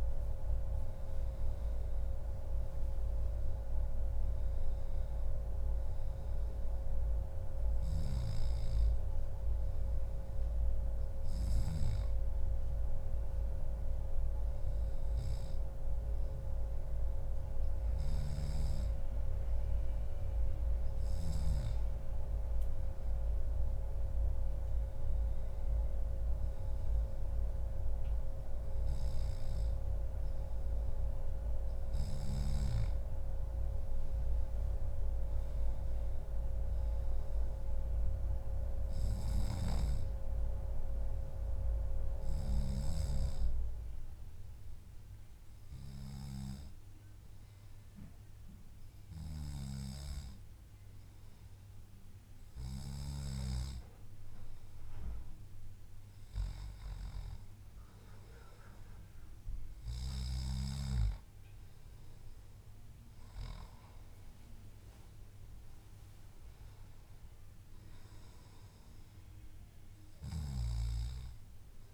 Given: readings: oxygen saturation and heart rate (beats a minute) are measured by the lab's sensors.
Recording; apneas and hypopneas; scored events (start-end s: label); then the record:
breathing in sleep by a room microphone; none
9.00-11.00 s: long interval between heartbeats (device-marked, heart rate 145 before, 135 extreme)
From the record:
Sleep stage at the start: N2 (light sleep); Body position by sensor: on the back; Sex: male